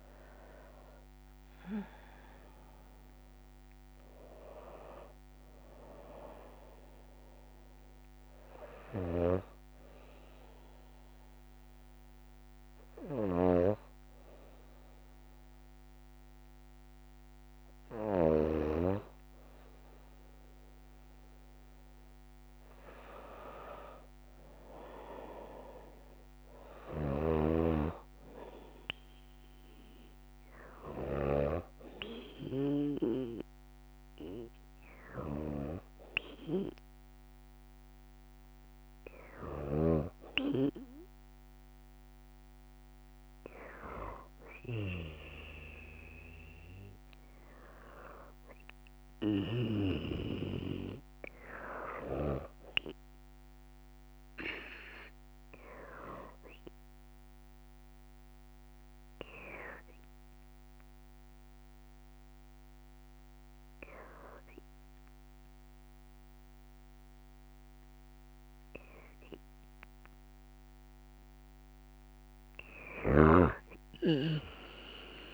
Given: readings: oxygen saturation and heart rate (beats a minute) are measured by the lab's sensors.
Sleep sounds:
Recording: breathing in sleep by a microphone on the trachea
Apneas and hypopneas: 3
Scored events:
0.00-19.00 s: oxygen desaturation (device-marked, oxygen 91% lowest, heart rate 57 extreme)
9.00-21.50 s: hypopnea (oxygen 96% before, 91% lowest, heart rate 60 before, 57 extreme, up 2 after)
23.00-26.50 s: arousal
32.00-43.00 s: oxygen desaturation (device-marked, oxygen 97% before, 93% lowest, heart rate 58 before, 57 extreme)
32.50-42.50 s: hypopnea (oxygen 97% before, 93% lowest, heart rate 58 before, 57 extreme, up 3 after)
45.00-48.50 s: arousal
56.50-68.00 s: hypopnea (oxygen 97% before, 94% lowest, heart rate 59 before, 56 extreme, up 1 after)
73.50-75.34 s: arousal
From the record:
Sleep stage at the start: N2 (light sleep)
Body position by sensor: on the left side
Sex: female

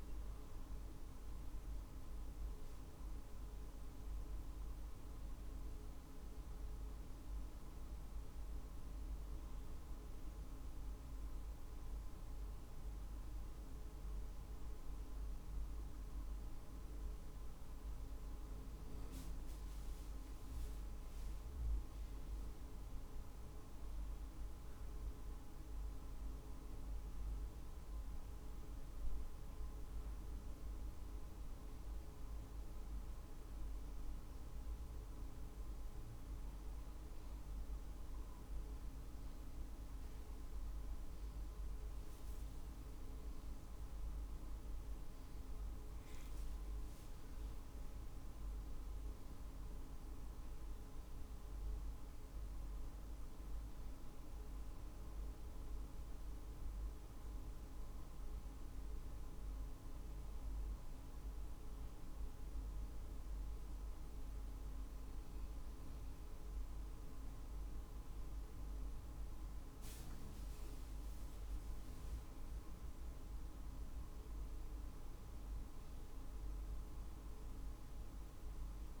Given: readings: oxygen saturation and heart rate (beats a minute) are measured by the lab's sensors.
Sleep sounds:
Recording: breathing in sleep, hard to hear, by a room microphone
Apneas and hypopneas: none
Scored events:
0.00-1.00 s: drop in pulse transit time (device-marked, heart rate 51 extreme)
5.00-35.00 s: new sleep stage, N1 (lightest sleep)
35.00-79.00 s: new sleep stage, N2 (light sleep)
40.50-45.50 s: arousal
71.00-75.50 s: arousal
78.00-79.00 s: drop in pulse transit time (device-marked, heart rate 49 before, 49 extreme)
From the record:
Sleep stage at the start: N2 (light sleep)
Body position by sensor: on the right side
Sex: male

